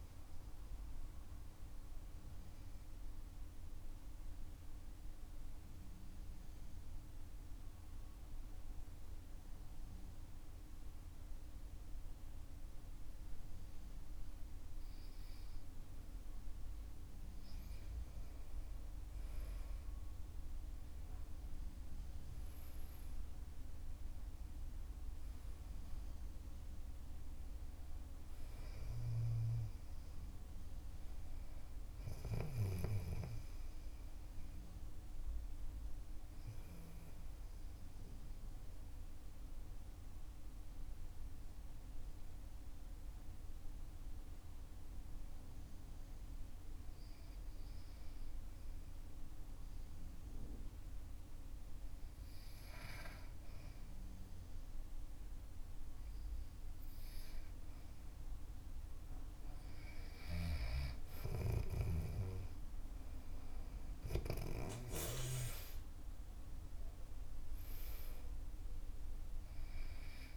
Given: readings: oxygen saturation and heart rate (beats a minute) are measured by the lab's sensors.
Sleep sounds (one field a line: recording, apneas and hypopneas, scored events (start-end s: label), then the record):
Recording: breathing in sleep by a room microphone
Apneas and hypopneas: 2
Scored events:
1.50-18.00 s: mixed apnea (oxygen 97% before, 91% lowest, heart rate 55 before, 46 extreme, up 15 after)
13.00-25.00 s: oxygen desaturation (device-marked, oxygen 96% before, 91% lowest, heart rate 52 before, 46 extreme)
21.00-25.00 s: arousal
39.00-56.00 s: mixed apnea (oxygen 96% before, 91% lowest, heart rate 54 before, 47 extreme, up 5 after)
48.00-57.00 s: oxygen desaturation (device-marked, oxygen 97% before, 92% lowest, heart rate 48 before, 48 extreme)
61.50-67.50 s: arousal
From the record:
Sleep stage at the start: REM sleep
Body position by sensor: on the back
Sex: male